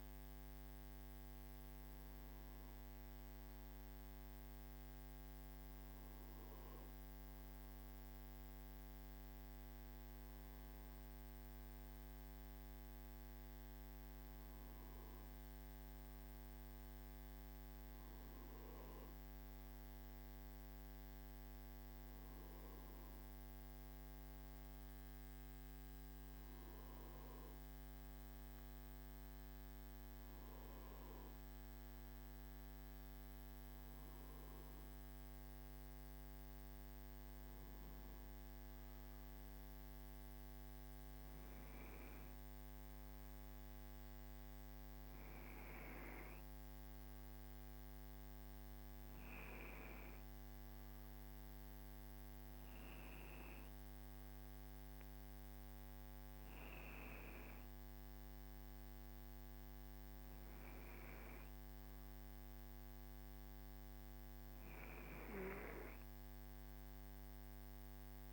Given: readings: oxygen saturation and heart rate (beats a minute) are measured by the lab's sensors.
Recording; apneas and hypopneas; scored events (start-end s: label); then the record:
breathing in sleep, hard to hear, by a microphone on the trachea; none
none scored
From the record:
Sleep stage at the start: N2 (light sleep); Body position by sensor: on the right side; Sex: male